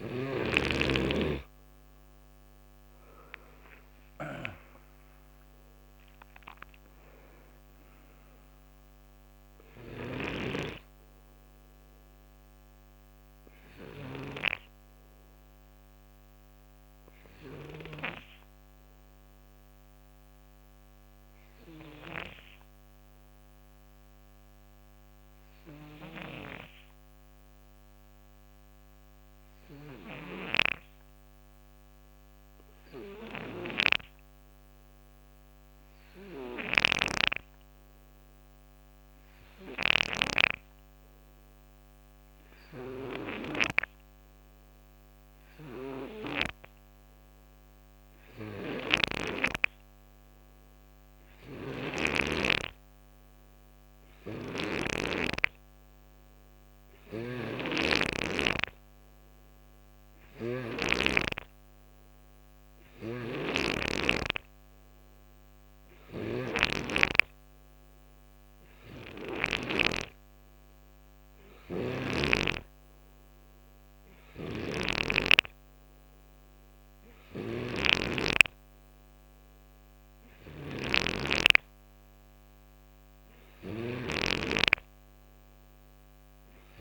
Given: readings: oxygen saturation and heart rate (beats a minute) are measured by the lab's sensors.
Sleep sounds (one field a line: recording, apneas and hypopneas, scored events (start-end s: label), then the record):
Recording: breathing in sleep by a microphone on the trachea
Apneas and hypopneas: 1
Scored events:
0.00-16.50 s: oxygen desaturation (device-marked, oxygen 89% lowest, heart rate 51 extreme)
0.00-17.50 s: snoring (device-marked)
20.50-33.00 s: hypopnea (oxygen 94% before, 90% lowest, heart rate 65 before, 57 extreme, up 12 after)
25.50-46.00 s: snoring (device-marked)
35.00-39.00 s: arousal
39.50-73.50 s: oxygen desaturation (device-marked, oxygen 96% before, 90% lowest, heart rate 58 before, 60 extreme)
48.00-54.50 s: snoring (device-marked)
56.50-60.50 s: snoring (device-marked)
62.50-69.00 s: snoring (device-marked)
71.00-86.81 s: snoring (device-marked)
From the record:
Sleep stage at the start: N2 (light sleep)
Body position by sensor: on the right side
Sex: male